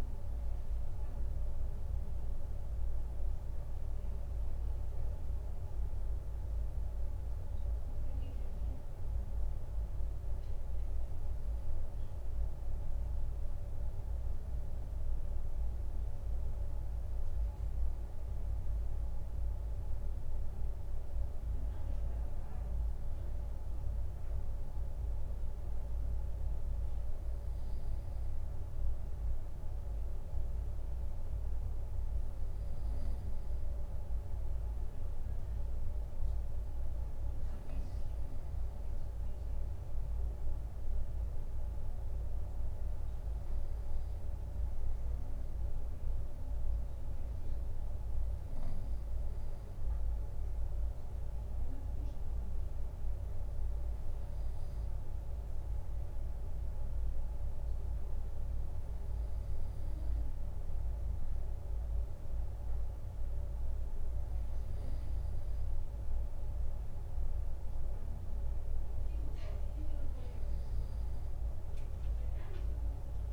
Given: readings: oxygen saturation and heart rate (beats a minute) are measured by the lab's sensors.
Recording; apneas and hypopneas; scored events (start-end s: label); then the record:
breathing in sleep, hard to hear, by a room microphone; none
none scored
From the record:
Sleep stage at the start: N2 (light sleep); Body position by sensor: on the right side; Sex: male